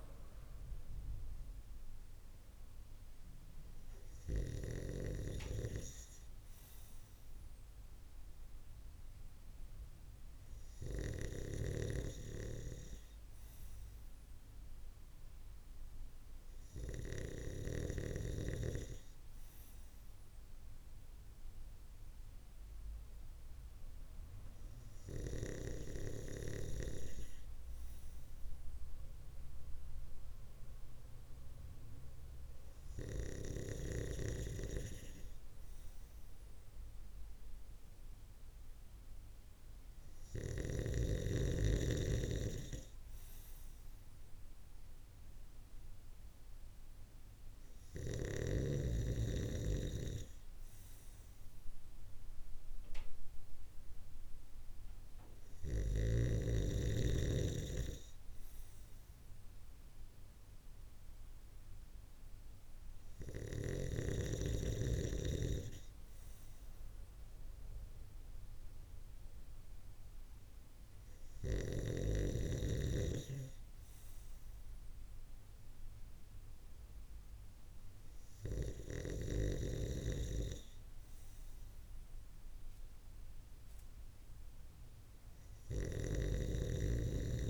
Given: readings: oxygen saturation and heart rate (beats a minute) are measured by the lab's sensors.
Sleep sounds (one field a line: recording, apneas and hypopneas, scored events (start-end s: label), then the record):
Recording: breathing in sleep by a room microphone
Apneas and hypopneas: none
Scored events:
10.50-17.00 s: snoring (device-marked)
From the record:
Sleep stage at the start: N2 (light sleep)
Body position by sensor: on the right side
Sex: male